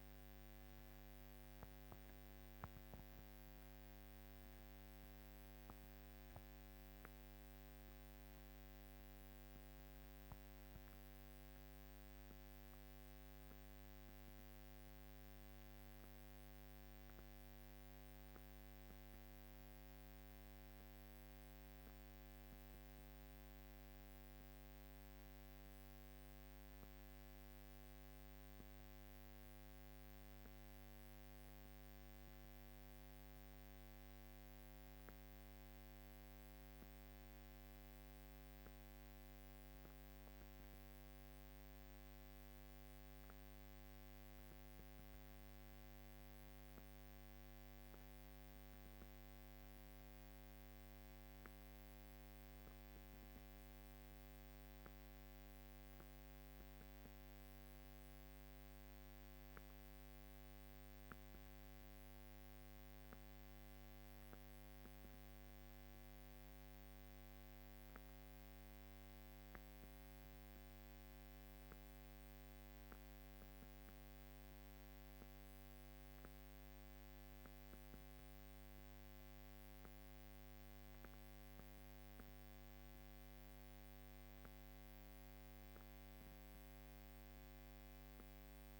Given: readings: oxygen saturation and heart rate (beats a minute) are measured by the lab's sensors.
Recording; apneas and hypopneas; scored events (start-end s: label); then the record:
breathing in sleep, hard to hear, by a microphone on the trachea; 1
0.00-3.00 s: drop in pulse transit time (device-marked, heart rate 51 extreme)
11.00-23.00 s: oxygen desaturation (device-marked, oxygen 95% before, 92% lowest, heart rate 54 before, 49 extreme)
24.00-40.00 s: obstructive apnea (oxygen 98% before, 96% lowest, heart rate 49 before, 50 extreme, up 1 after)
43.00-47.50 s: arousal
80.50-82.50 s: long interval between heartbeats (device-marked, heart rate 51 before, 55 extreme)
From the record:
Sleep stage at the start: N2 (light sleep); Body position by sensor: on the back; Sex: female